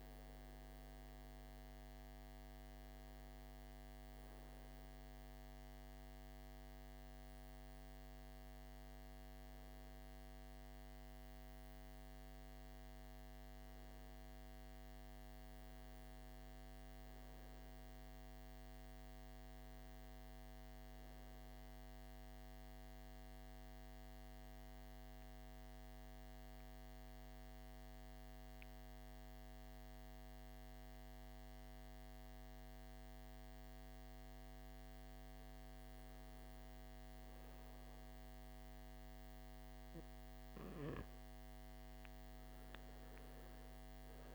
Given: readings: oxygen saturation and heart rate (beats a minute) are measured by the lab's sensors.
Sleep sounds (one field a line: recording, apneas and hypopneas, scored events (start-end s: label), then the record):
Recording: breathing in sleep, hard to hear, by a microphone on the trachea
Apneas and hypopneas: 1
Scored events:
0.00-15.00 s: oxygen desaturation (device-marked, oxygen 89% lowest, heart rate 52 extreme)
18.00-21.50 s: arousal
24.00-36.00 s: obstructive apnea (oxygen 98% before, 88% lowest, heart rate 58 before, 52 extreme, up 7 after)
40.00-44.00 s: arousal
40.00-44.35 s: oxygen desaturation (device-marked, oxygen 97% before, 92% lowest, heart rate 54 before, 58 extreme)
From the record:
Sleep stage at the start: N2 (light sleep)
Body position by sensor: on the back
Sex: male